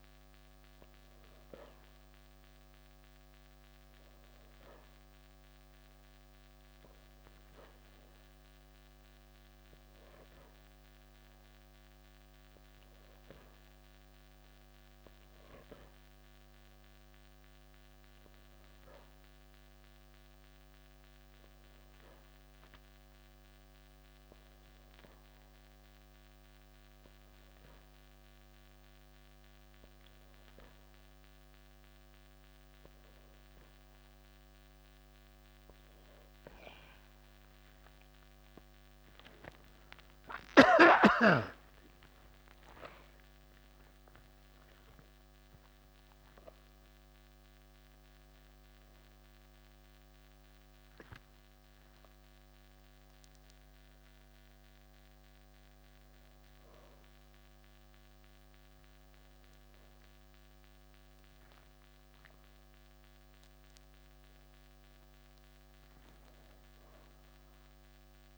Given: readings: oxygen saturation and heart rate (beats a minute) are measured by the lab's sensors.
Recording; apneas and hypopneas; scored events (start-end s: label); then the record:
breathing in sleep by a microphone on the trachea; 1
1.00-20.00 s: oxygen desaturation (device-marked, oxygen 96% before, 92% lowest, heart rate 56 before, 55 extreme)
22.50-36.00 s: hypopnea (oxygen 96% before, 91% lowest, heart rate 58 before, 37 extreme, up 22 after)
40.00-44.00 s: arousal
From the record:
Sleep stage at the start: N2 (light sleep); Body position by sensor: on the back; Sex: male